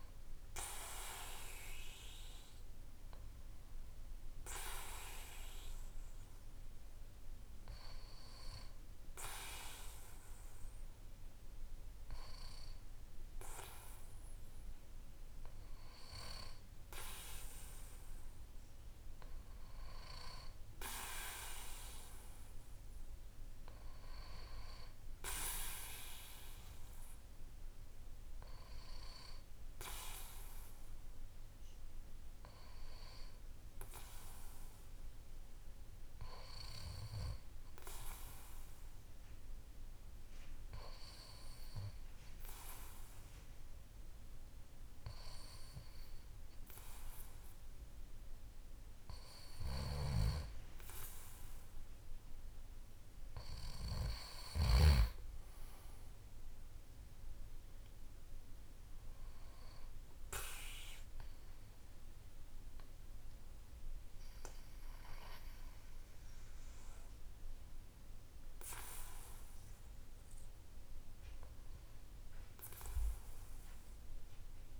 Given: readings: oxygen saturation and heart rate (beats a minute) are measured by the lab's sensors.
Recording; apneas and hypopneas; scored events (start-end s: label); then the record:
breathing in sleep by a room microphone; 1
25.00-28.00 s: arousal
30.50-51.50 s: hypopnea (oxygen 95% before, 92% lowest, heart rate 58 before, 51 extreme, up 5 after)
55.00-58.00 s: arousal
From the record:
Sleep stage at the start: N2 (light sleep); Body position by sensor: on the back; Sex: male